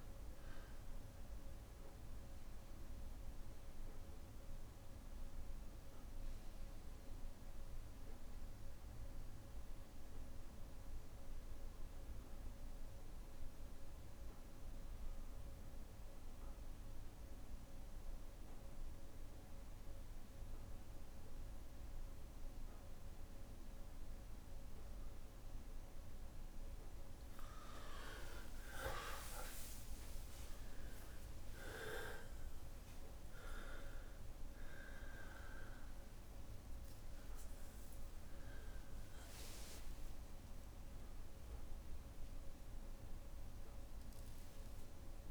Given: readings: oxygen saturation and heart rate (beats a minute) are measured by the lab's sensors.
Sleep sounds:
a person awake in a sleep study, by a room microphone; 1
0.00-14.50 s: oxygen desaturation (device-marked, oxygen 92% lowest, heart rate 57 extreme)
1.50-22.50 s: bradycardia (device-marked, heart rate 64 before, 57 extreme)
4.00-25.00 s: obstructive apnea (oxygen 99% before, 92% lowest, heart rate 61 before, 57 extreme, up 7 after)
20.50-45.31 s: new sleep stage, awake
29.50-45.31 s: oxygen desaturation (device-marked, oxygen 98% before, 92% lowest, heart rate 59 before, 57 extreme)
39.50-41.50 s: long interval between heartbeats (device-marked, heart rate 62 before, 84 extreme)
From the record:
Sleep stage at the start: N2 (light sleep); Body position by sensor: on the back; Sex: male

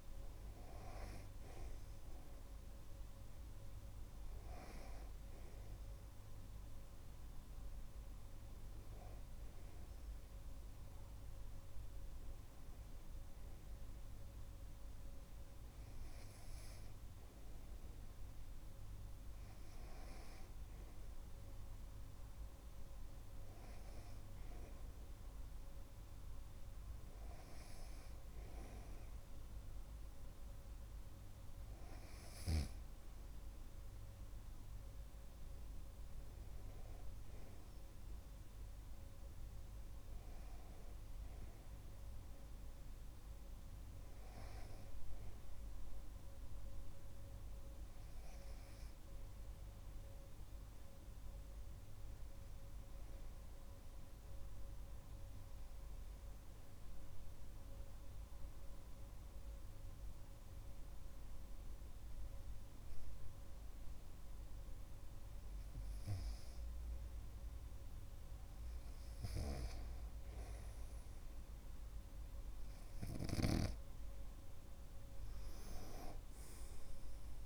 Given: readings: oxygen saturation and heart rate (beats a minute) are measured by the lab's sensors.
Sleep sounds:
breathing in sleep by a room microphone; 1
55.50-69.00 s: hypopnea (oxygen 98% before, 95% lowest)
73.50-77.46 s: arousal
From the record:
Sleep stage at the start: N2 (light sleep); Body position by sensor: on the right side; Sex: male

